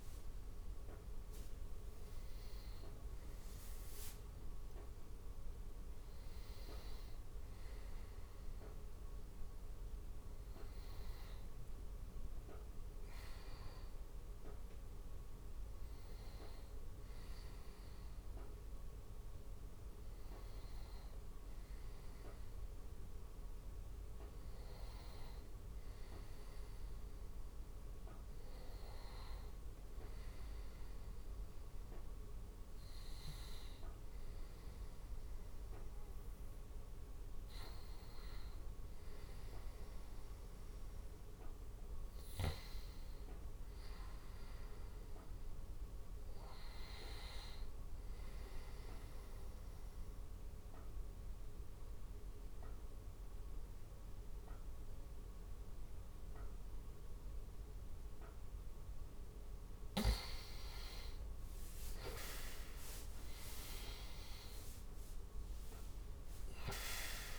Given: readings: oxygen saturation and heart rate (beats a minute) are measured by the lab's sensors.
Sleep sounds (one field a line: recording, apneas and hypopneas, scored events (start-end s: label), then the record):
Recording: breathing in sleep by a room microphone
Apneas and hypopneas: 1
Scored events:
0.00-1.00 s: long interval between heartbeats (device-marked, heart rate 106 extreme)
0.00-3.50 s: oxygen desaturation (device-marked, oxygen 96% lowest, heart rate 82 extreme)
20.50-38.50 s: oxygen desaturation (device-marked, oxygen 98% before, 95% lowest, heart rate 89 before, 78 extreme)
20.50-67.39 s: new sleep stage, N2 (light sleep)
47.50-59.00 s: obstructive apnea (oxygen 98% before, 90% lowest, heart rate 80 before, 74 extreme, up 6 after)
61.00-64.50 s: arousal
From the record:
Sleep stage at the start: N1 (lightest sleep)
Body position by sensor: on the right side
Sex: male